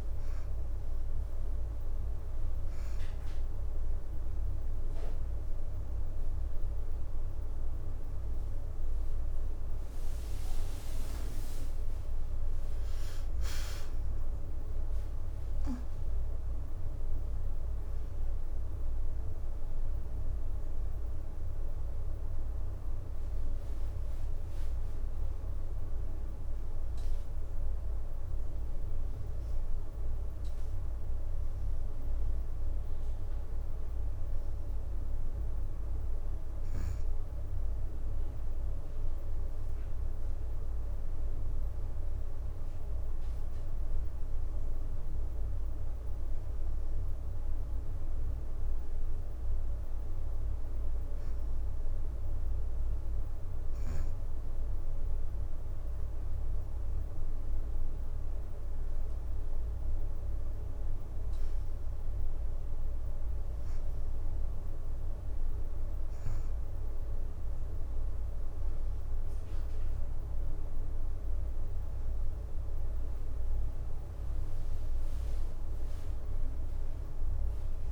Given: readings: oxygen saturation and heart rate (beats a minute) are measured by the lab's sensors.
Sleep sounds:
breathing in sleep, hard to hear, by a room microphone; none
9.50-14.00 s: leg movement (device-marked)
14.50-16.00 s: leg movement (device-marked)
23.00-26.00 s: leg movement (device-marked)
36.00-44.50 s: leg movement (device-marked)
48.50-61.50 s: oxygen desaturation (device-marked, oxygen 95% before, 89% lowest, heart rate 173 before, 75 extreme)
67.50-69.50 s: leg movement (device-marked)
70.00-73.50 s: leg movement (device-marked)
74.00-77.92 s: leg movement (device-marked)
From the record:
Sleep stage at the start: N2 (light sleep); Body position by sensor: on the back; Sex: female

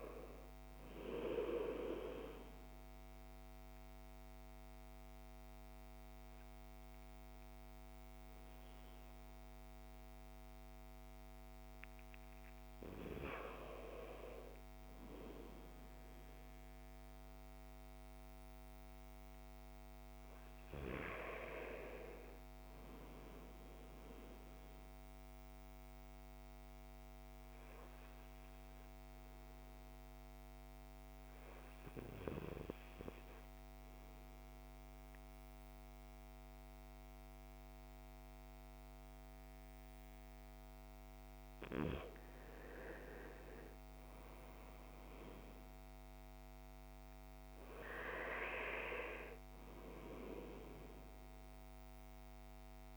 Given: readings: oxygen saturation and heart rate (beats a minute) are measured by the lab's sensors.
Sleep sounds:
breathing in sleep by a microphone on the trachea; 2
2.00-18.00 s: oxygen desaturation (device-marked, oxygen 97% before, 93% lowest, heart rate 56 before, 54 extreme)
2.50-12.50 s: central apnea (oxygen 99% before, 91% lowest, heart rate 56 before, 54 extreme, up 4 after)
15.00-18.50 s: arousal
23.50-40.50 s: mixed apnea (oxygen 97% before, 90% lowest, heart rate 56 before, 54 extreme, up 4 after)
26.00-37.00 s: oxygen desaturation (device-marked, oxygen 97% before, 93% lowest, heart rate 56 before, 54 extreme)
43.00-47.00 s: arousal
45.00-52.97 s: oxygen desaturation (device-marked, oxygen 96% before, 91% lowest, heart rate 58 before, 54 extreme)
From the record:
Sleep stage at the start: N2 (light sleep); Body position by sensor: on the right side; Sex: male

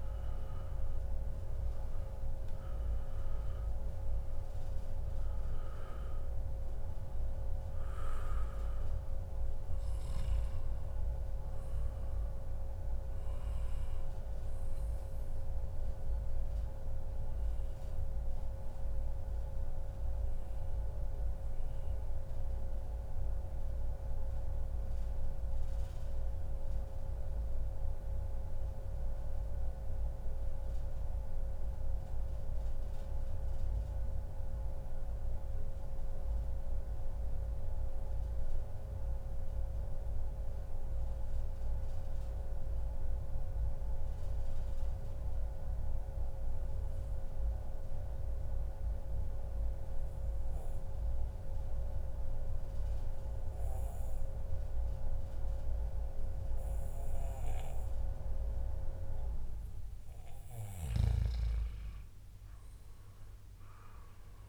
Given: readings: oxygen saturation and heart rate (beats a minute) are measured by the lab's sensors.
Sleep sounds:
breathing in sleep by a room microphone; 1
0.00-29.00 s: oxygen desaturation (device-marked, oxygen 92% lowest, heart rate 132 extreme)
17.50-59.00 s: mixed apnea (oxygen 97% before, 91% lowest, heart rate 139 before, 113 extreme, up 0 after)
59.00-64.49 s: oxygen desaturation (device-marked, oxygen 98% before, 91% lowest, heart rate 143 before, 78 extreme)
61.00-64.49 s: arousal
From the record:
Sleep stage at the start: N2 (light sleep); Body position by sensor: on the back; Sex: male

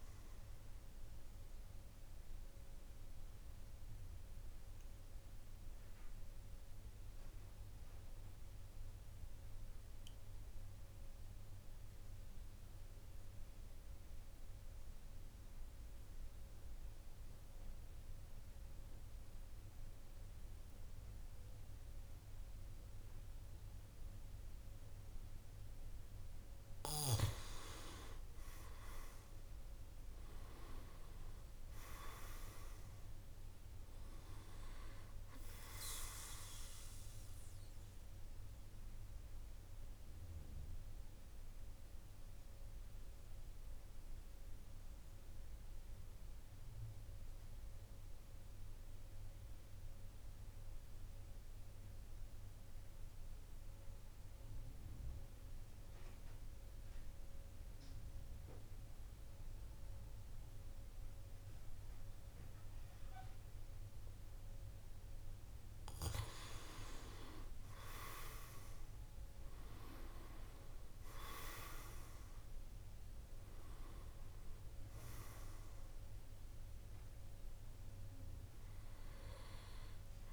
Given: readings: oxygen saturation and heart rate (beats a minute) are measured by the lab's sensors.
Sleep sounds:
breathing in sleep by a room microphone; 2
0.00-16.50 s: oxygen desaturation (device-marked, oxygen 91% lowest, heart rate 46 extreme)
1.00-25.00 s: obstructive apnea (oxygen 99% before, 89% lowest, heart rate 54 before, 44 extreme, up 8 after)
27.50-32.50 s: arousal
31.50-50.50 s: oxygen desaturation (device-marked, oxygen 99% before, 90% lowest, heart rate 50 before, 44 extreme)
37.00-64.00 s: obstructive apnea (oxygen 100% before, 89% lowest, heart rate 52 before, 44 extreme, up 10 after)
64.50-80.33 s: oxygen desaturation (device-marked, oxygen 99% before, 89% lowest, heart rate 49 before, 45 extreme)
67.00-70.50 s: arousal
From the record:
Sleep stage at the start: N2 (light sleep); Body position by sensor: on the back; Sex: male

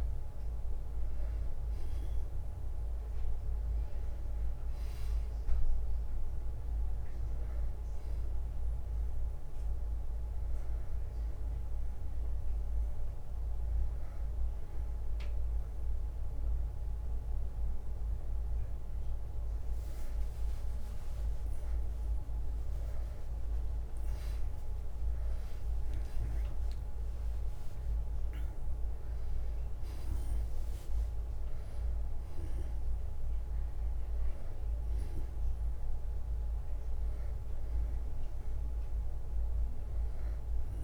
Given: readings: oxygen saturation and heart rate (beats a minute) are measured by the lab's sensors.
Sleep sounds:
a person awake in a sleep study, hard to hear, by a room microphone; none
22.50-24.50 s: long interval between heartbeats (device-marked, heart rate 64 before, 81 extreme)
24.50-26.50 s: long interval between heartbeats (device-marked, heart rate 66 before, 99 extreme)
28.00-40.84 s: new sleep stage, N1 (lightest sleep)
31.50-33.50 s: long interval between heartbeats (device-marked, heart rate 76 before, 70 extreme)
From the record:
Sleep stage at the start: awake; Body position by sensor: on the back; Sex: male

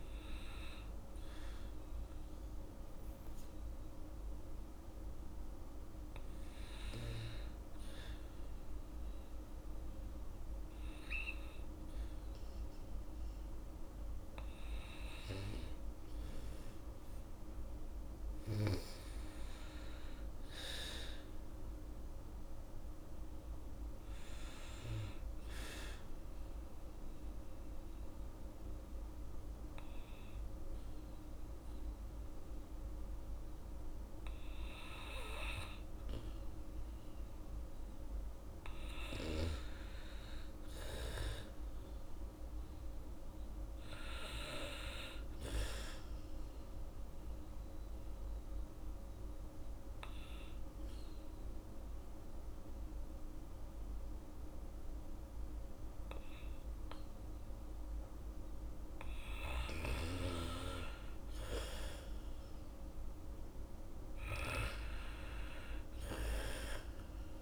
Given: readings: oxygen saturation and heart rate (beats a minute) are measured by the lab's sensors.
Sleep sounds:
breathing in sleep by a room microphone; 3
0.00-9.00 s: oxygen desaturation (device-marked, oxygen 93% lowest, heart rate 74 extreme)
0.50-14.00 s: mixed apnea (oxygen 97% before, 92% lowest, heart rate 77 before, 74 extreme, up 3 after)
16.00-20.00 s: arousal
28.00-39.50 s: obstructive apnea (oxygen 96% before, 92% lowest, heart rate 76 before, 71 extreme, up 3 after)
40.50-43.50 s: arousal
44.00-55.00 s: oxygen desaturation (device-marked, oxygen 96% before, 93% lowest, heart rate 78 before, 71 extreme)
47.50-58.50 s: obstructive apnea (oxygen 96% before, 92% lowest, heart rate 78 before, 71 extreme)
59.50-64.00 s: arousal
66.00-67.42 s: oxygen desaturation (device-marked, oxygen 97% before, 92% lowest, heart rate 76 before, 70 extreme)
From the record:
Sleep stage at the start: N2 (light sleep); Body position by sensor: on the back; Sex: female

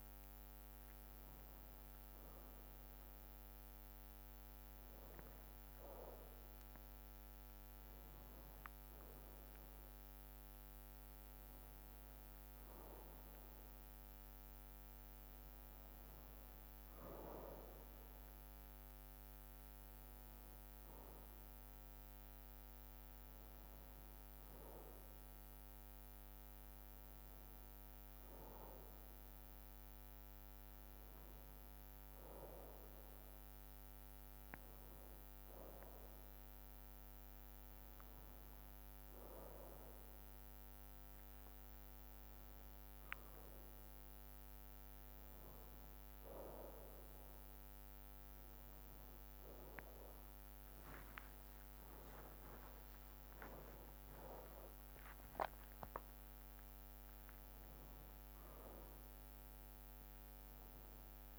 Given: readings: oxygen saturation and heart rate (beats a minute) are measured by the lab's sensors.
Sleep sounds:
a person awake in a sleep study, by a microphone on the trachea; none
52.00-54.00 s: long interval between heartbeats (device-marked, heart rate 65 before, 87 extreme)
From the record:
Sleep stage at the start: awake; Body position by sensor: on the right side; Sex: male

